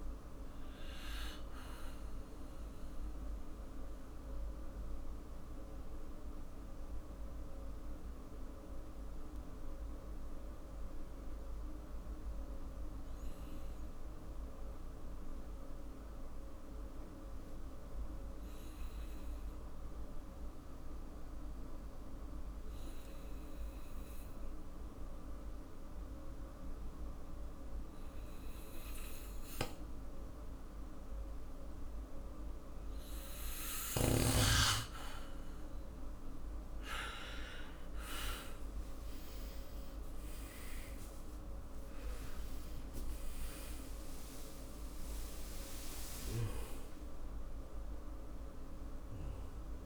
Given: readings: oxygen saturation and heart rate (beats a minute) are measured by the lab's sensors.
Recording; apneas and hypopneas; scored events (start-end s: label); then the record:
breathing in sleep by a room microphone; 1
2.00-33.00 s: mixed apnea (oxygen 99% before, 95% lowest, heart rate 60 before, 51 extreme, up 10 after)
39.00-46.00 s: arousal
46.00-48.00 s: long interval between heartbeats (device-marked, heart rate 57 before, 79 extreme)
From the record:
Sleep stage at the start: N2 (light sleep); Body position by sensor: on the back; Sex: male